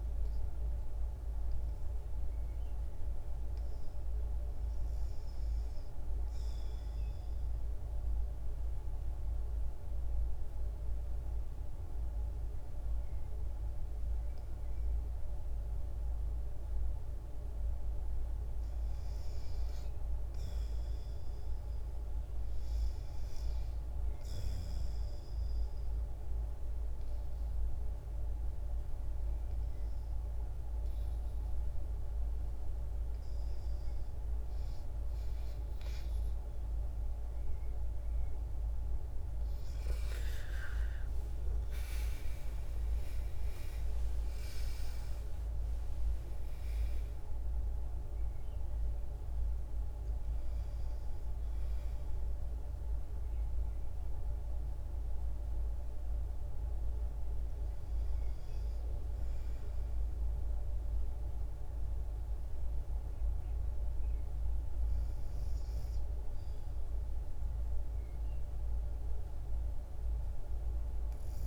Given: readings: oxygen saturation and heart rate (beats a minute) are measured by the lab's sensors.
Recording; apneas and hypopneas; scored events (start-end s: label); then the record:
breathing in sleep, hard to hear, by a room microphone; 2
7.00-18.00 s: obstructive apnea (oxygen 95% before, 87% lowest, heart rate 65 before, 60 extreme, up 4 after)
16.50-38.50 s: oxygen desaturation (device-marked, oxygen 95% before, 87% lowest, heart rate 61 before, 63 extreme)
20.00-23.00 s: arousal
24.50-35.00 s: obstructive apnea (oxygen 95% before, 87% lowest, heart rate 61 before, 63 extreme, up 15 after)
39.00-44.50 s: arousal
43.50-64.50 s: oxygen desaturation (device-marked, oxygen 92% before, 87% lowest, heart rate 68 before, 59 extreme)
68.00-71.47 s: arousal
From the record:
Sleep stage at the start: REM sleep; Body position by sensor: on the back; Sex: female